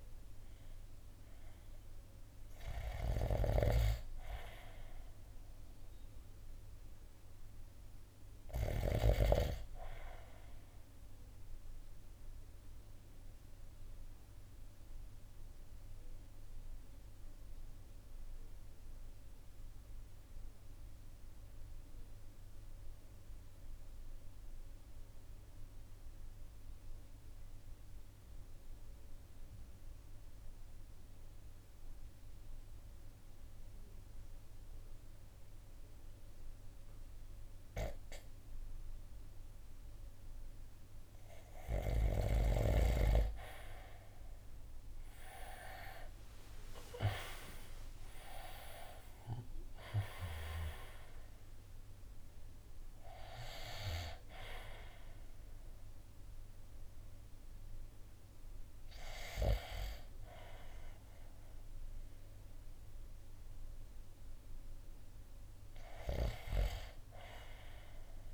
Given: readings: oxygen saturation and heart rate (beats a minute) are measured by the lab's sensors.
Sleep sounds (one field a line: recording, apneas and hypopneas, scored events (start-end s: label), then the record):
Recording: breathing in sleep by a room microphone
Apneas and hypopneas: 1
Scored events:
0.00-5.00 s: oxygen desaturation (device-marked, oxygen 90% lowest, heart rate 55 extreme)
3.00-8.50 s: snoring (device-marked)
11.00-41.50 s: obstructive apnea (oxygen 95% before, 82% lowest, heart rate 57 before, 50 extreme, up 19 after)
42.00-59.00 s: oxygen desaturation (device-marked, oxygen 95% before, 91% lowest, heart rate 54 before, 55 extreme)
44.50-48.50 s: arousal
48.00-62.00 s: drop in pulse transit time (device-marked, heart rate 54 before, 55 extreme)
From the record:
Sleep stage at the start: N2 (light sleep)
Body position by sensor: on the right side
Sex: male